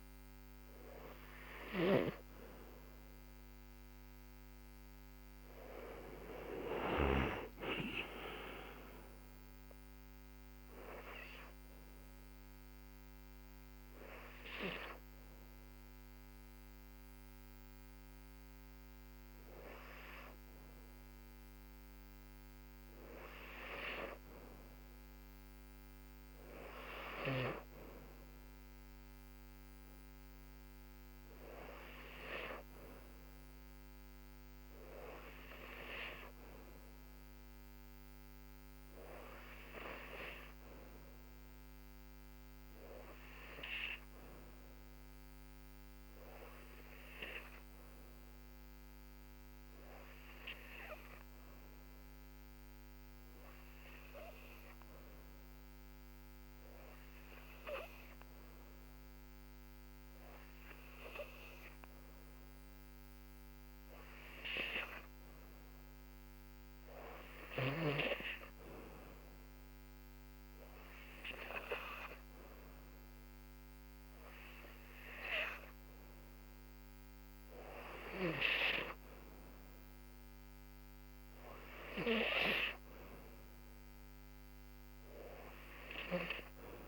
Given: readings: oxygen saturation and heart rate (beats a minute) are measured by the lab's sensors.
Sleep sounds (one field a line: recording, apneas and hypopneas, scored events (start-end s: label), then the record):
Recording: breathing in sleep by a microphone on the trachea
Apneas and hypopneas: none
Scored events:
6.00-9.00 s: arousal
70.50-86.88 s: oxygen desaturation (device-marked, oxygen 95% before, 92% lowest, heart rate 70 before, 69 extreme)
From the record:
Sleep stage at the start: N2 (light sleep)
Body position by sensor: on the back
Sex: female